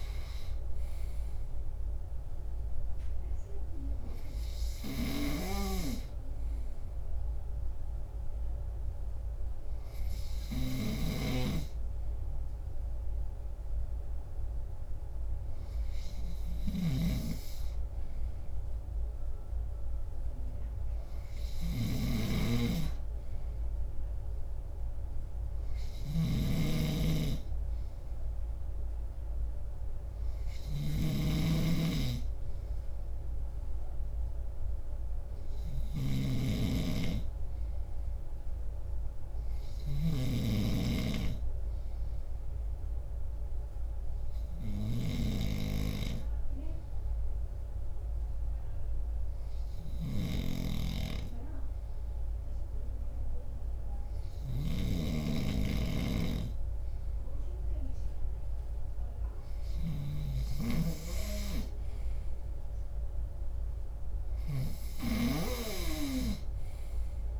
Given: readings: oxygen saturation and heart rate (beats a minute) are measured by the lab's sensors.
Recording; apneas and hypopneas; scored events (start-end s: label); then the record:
breathing in sleep by a room microphone; 1
16.50-40.00 s: snoring (device-marked)
42.00-58.50 s: obstructive apnea (oxygen 97% before, 95% lowest)
55.00-61.00 s: snoring (device-marked)
61.00-65.50 s: arousal
From the record:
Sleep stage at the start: N2 (light sleep); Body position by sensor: on the left side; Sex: male